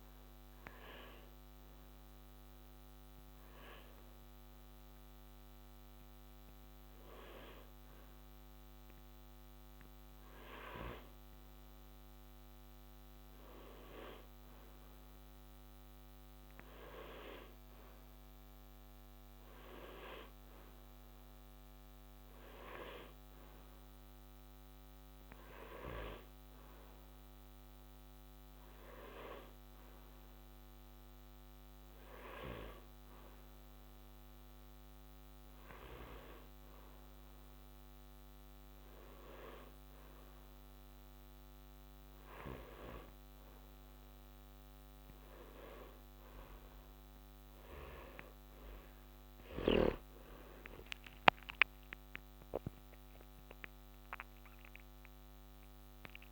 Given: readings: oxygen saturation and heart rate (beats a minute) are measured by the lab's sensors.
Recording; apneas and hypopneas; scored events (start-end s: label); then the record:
breathing in sleep by a microphone on the trachea; none
none scored
From the record:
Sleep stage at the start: N1 (lightest sleep); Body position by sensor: on the back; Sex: male